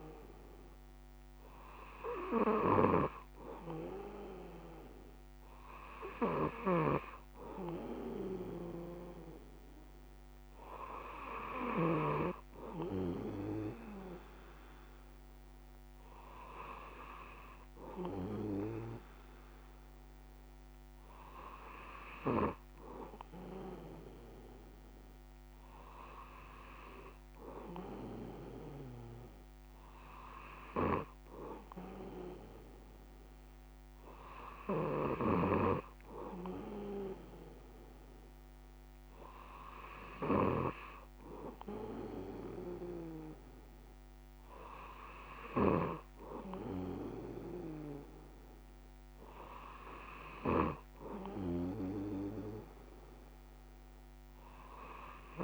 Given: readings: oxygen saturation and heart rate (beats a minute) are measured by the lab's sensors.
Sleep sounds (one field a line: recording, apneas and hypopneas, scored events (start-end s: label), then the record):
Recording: breathing in sleep by a microphone on the trachea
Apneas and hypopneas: none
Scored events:
none scored
From the record:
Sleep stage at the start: N3 (deep sleep)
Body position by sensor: on the back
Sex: male